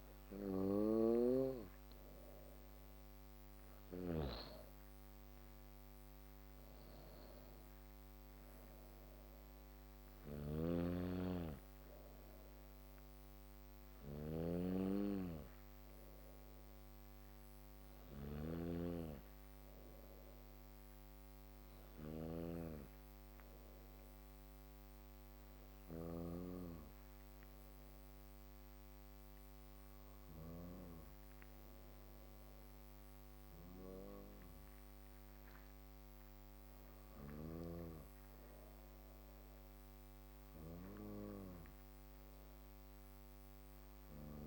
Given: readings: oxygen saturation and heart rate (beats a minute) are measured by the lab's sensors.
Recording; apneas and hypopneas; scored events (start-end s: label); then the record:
breathing in sleep by a microphone on the trachea; none
0.00-3.00 s: snoring (device-marked)
3.50-15.50 s: drop in pulse transit time (device-marked, heart rate 57 before, 57 extreme)
9.00-25.00 s: snoring (device-marked)
36.50-44.47 s: drop in pulse transit time (device-marked, heart rate 54 before, 54 extreme)
From the record:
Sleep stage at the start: N2 (light sleep); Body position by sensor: on the back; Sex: female